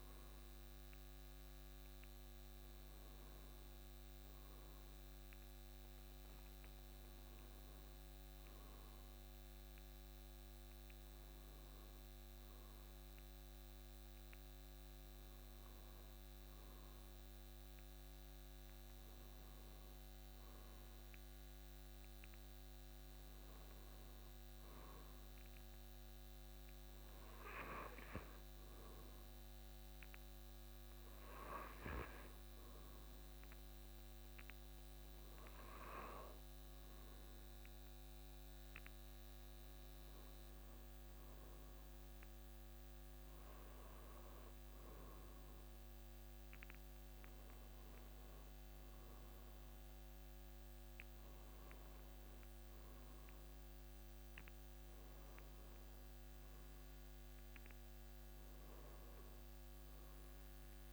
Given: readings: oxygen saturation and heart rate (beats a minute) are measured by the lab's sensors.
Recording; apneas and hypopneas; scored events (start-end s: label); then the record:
breathing in sleep, hard to hear, by a microphone on the trachea; none
none scored
From the record:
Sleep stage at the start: N1 (lightest sleep); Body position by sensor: on the back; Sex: male